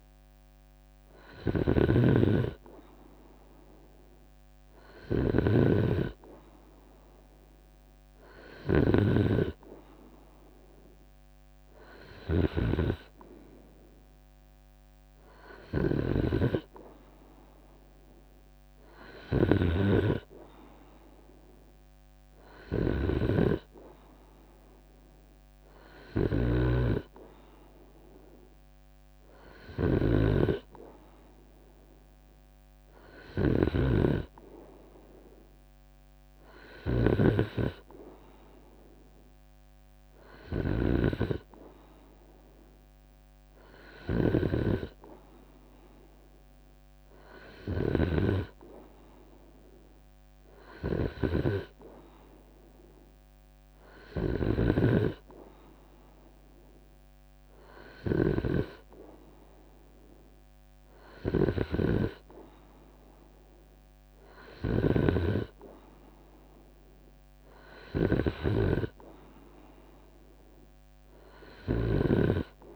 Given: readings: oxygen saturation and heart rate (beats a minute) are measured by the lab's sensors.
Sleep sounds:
breathing in sleep by a microphone on the trachea; none
0.50-15.50 s: snoring (device-marked)
4.00-16.00 s: drop in pulse transit time (device-marked, heart rate 77 before, 80 extreme)
22.00-29.50 s: snoring (device-marked)
24.50-26.50 s: long interval between heartbeats (device-marked, heart rate 82 before, 78 extreme)
From the record:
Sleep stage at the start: N2 (light sleep); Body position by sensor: on the right side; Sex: male

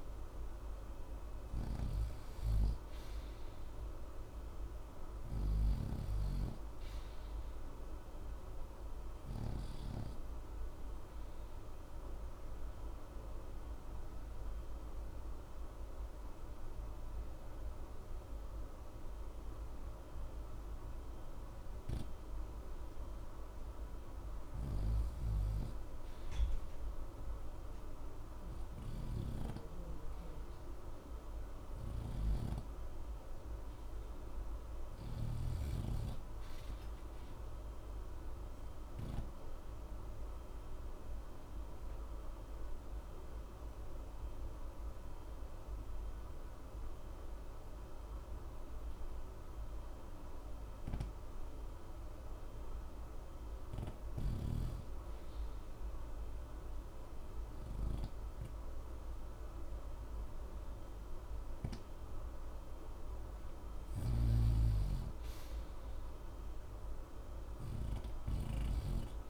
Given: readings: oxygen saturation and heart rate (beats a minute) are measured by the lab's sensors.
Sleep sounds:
breathing in sleep by a room microphone; 2
10.50-23.00 s: obstructive apnea (oxygen 88% before, 86% lowest, heart rate 61 before, 60 extreme, up 2 after)
38.00-53.00 s: obstructive apnea (oxygen 93% before, 83% lowest, heart rate 61 before, 60 extreme, up 1 after)
44.00-66.00 s: oxygen desaturation (device-marked, oxygen 93% before, 88% lowest, heart rate 61 before, 60 extreme)
55.50-58.50 s: arousal
From the record:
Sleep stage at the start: REM sleep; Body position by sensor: on the right side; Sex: male

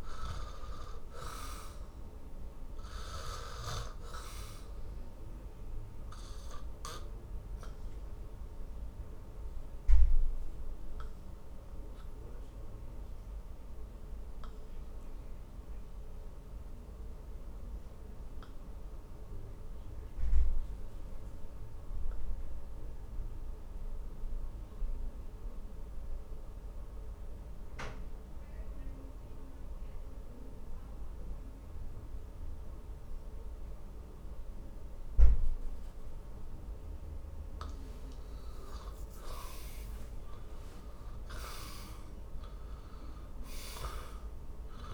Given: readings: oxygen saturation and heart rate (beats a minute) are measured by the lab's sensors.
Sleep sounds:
breathing in sleep by a room microphone; 1
0.00-44.94 s: oxygen desaturation (device-marked, oxygen 79% lowest, heart rate 43 extreme)
6.50-37.50 s: obstructive apnea (oxygen 100% before, 79% lowest, heart rate 60 before, 43 extreme, up 21 after)
38.50-42.50 s: arousal
From the record:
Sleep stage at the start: N2 (light sleep); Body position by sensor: on the back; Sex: male

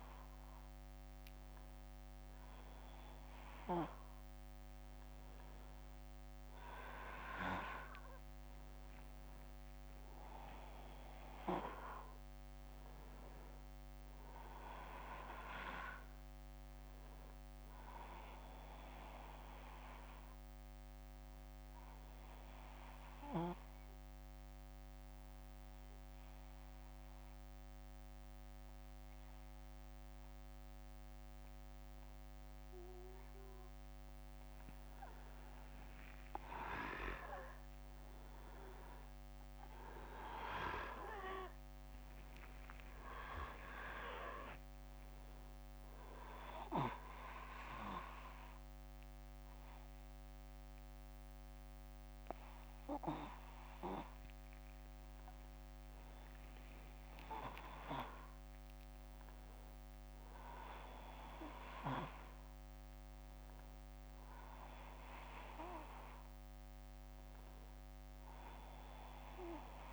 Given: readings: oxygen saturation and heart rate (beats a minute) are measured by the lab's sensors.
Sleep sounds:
breathing in sleep by a microphone on the trachea; 1
13.00-17.00 s: arousal
20.00-31.50 s: obstructive apnea (oxygen 97% before, 93% lowest, heart rate 63 before, 59 extreme, up 5 after)
36.00-40.50 s: arousal
39.00-64.00 s: oxygen desaturation (device-marked, oxygen 97% before, 93% lowest, heart rate 61 before, 60 extreme)
From the record:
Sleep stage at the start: N1 (lightest sleep); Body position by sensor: on the back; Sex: male

